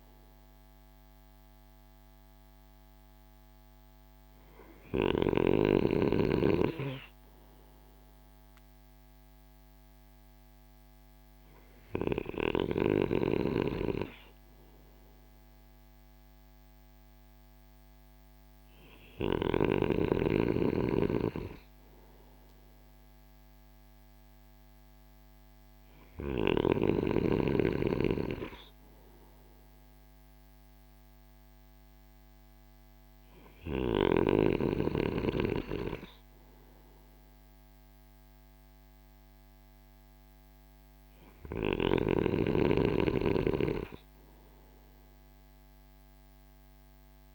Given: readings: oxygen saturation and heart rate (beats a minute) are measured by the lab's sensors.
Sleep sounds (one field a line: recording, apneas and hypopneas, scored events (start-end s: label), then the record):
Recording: breathing in sleep by a microphone on the trachea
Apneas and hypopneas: none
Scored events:
none scored
From the record:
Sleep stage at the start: N2 (light sleep)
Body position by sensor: on the right side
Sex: male